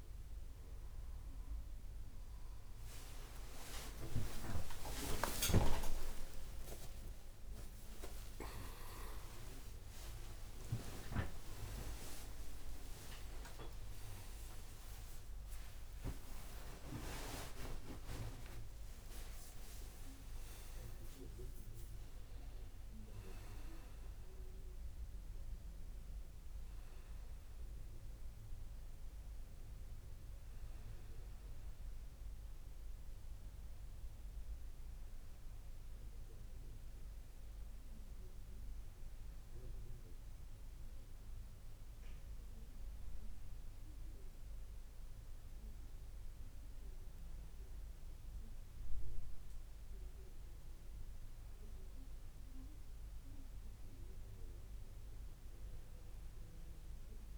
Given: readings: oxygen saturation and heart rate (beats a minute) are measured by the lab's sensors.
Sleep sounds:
a person awake in a sleep study, by a room microphone; none
6.00-36.00 s: new sleep stage, awake
36.00-57.38 s: new sleep stage, N1 (lightest sleep)
From the record:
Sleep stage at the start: N1 (lightest sleep); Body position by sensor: on the right side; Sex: male

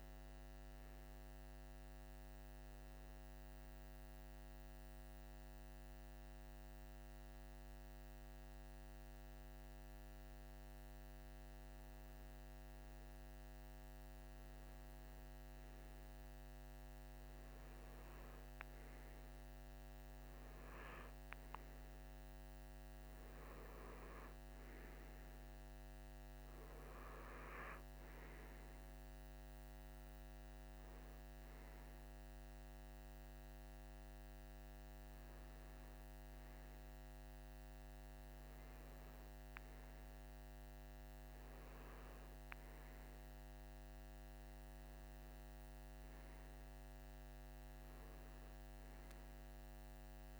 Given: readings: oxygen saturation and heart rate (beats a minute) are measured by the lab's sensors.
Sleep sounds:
breathing in sleep, hard to hear, by a microphone on the trachea; none
none scored
From the record:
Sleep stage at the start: REM sleep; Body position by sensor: on the right side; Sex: male

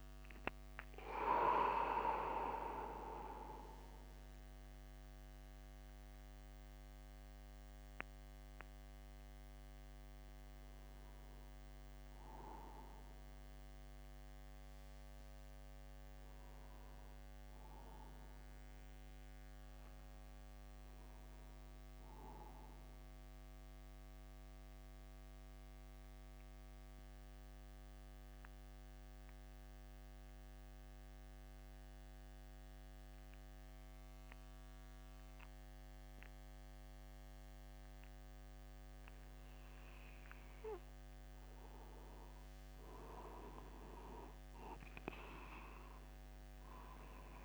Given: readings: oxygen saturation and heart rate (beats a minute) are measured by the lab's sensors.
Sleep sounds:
a person partly awake in a sleep study, by a microphone on the trachea; 1
1.50-3.50 s: long interval between heartbeats (device-marked, heart rate 56 before, 77 extreme)
22.50-42.50 s: mixed apnea (oxygen 99% before, 94% lowest, heart rate 54 before, 50 extreme, up 0 after)
23.50-47.44 s: new sleep stage, N2 (light sleep)
From the record:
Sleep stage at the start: awake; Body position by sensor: upright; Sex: male

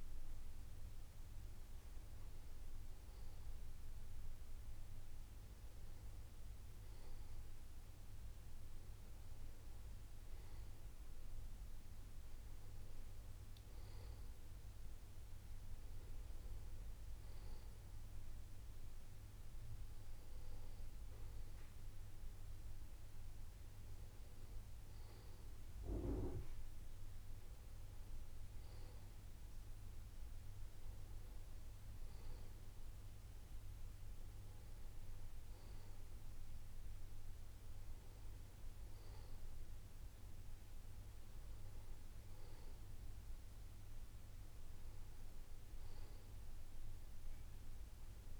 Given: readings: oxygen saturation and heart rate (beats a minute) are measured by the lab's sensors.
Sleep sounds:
breathing in sleep, hard to hear, by a room microphone; none
none scored
From the record:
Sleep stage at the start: N2 (light sleep); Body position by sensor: on the back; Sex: male

